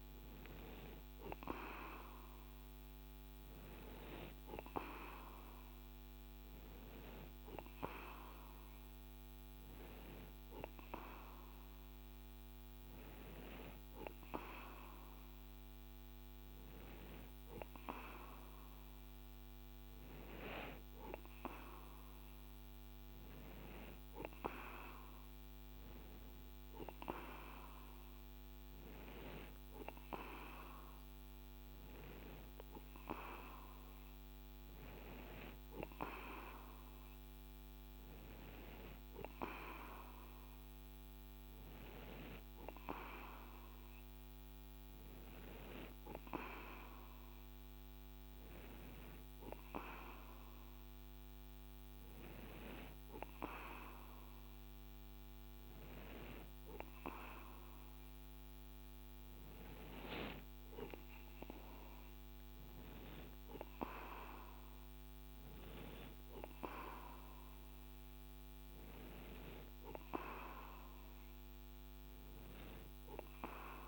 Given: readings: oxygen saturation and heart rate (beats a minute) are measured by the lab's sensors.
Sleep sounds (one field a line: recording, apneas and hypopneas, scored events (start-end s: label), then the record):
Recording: breathing in sleep by a microphone on the trachea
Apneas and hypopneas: none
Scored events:
none scored
From the record:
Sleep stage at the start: N2 (light sleep)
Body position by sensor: on the right side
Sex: male